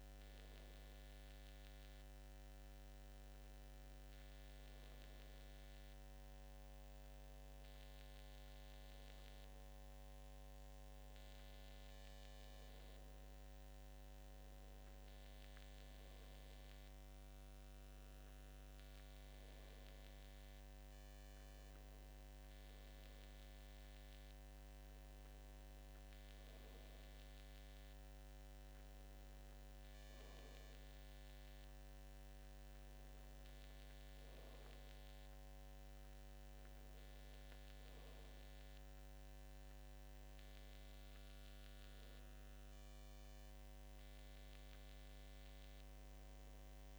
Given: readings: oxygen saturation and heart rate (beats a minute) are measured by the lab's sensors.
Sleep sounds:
breathing in sleep, hard to hear, by a microphone on the trachea; none
7.00-46.99 s: new sleep stage, N2 (light sleep)
43.00-46.99 s: arousal
From the record:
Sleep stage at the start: N1 (lightest sleep); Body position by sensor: on the back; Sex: male

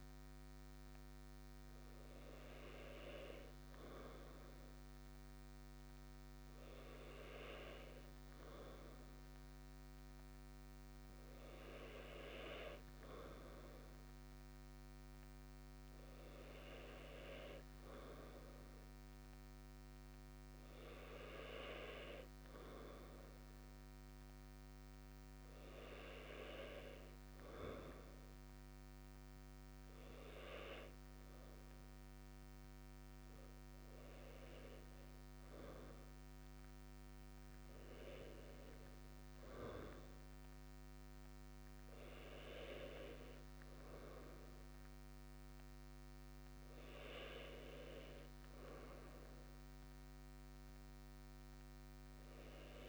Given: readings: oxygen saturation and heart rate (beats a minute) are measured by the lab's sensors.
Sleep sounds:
breathing in sleep by a microphone on the trachea; none
none scored
From the record:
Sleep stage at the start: N2 (light sleep); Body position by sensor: on the right side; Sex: male

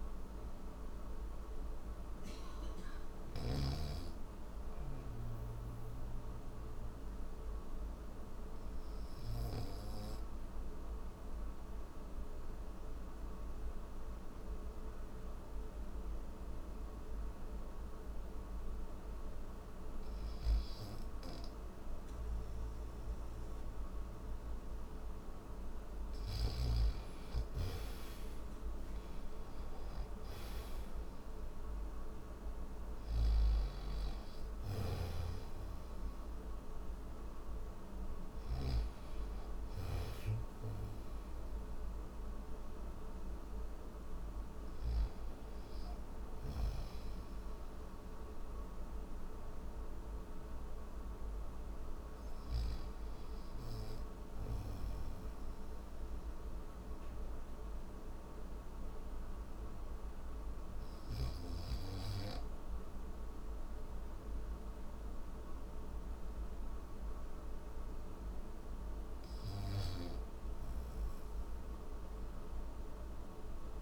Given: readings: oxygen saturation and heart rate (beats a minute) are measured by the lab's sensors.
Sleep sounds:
breathing in sleep, hard to hear, by a room microphone; none
32.00-38.00 s: snoring (device-marked)
From the record:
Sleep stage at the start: N3 (deep sleep); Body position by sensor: on the back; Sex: male

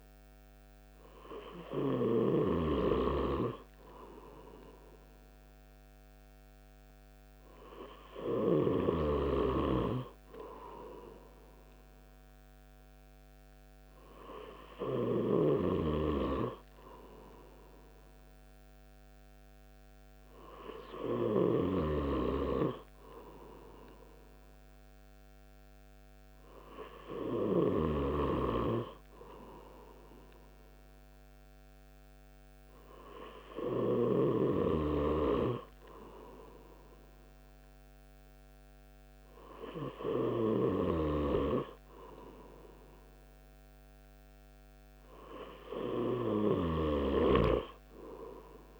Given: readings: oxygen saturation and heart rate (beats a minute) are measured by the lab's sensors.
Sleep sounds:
breathing in sleep by a microphone on the trachea; none
none scored
From the record:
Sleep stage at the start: N3 (deep sleep); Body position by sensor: on the right side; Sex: male

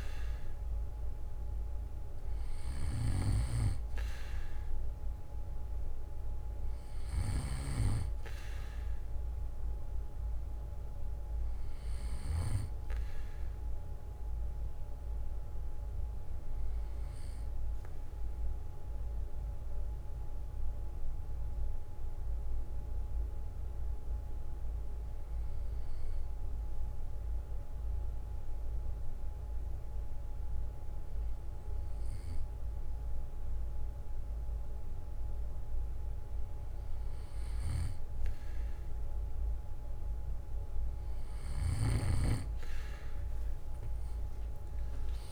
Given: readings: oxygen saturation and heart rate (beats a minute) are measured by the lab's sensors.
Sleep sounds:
breathing in sleep by a room microphone; 1
7.00-32.00 s: oxygen desaturation (device-marked, oxygen 98% before, 93% lowest, heart rate 61 before, 55 extreme)
17.50-36.50 s: mixed apnea (oxygen 98% before, 93% lowest, heart rate 64 before, 57 extreme, up 12 after)
18.00-22.00 s: bradycardia (device-marked, heart rate 62 before, 55 extreme)
23.00-28.00 s: bradycardia (device-marked, heart rate 62 before, 57 extreme)
42.50-45.31 s: arousal
From the record:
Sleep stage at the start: N2 (light sleep); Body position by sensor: on the back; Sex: male

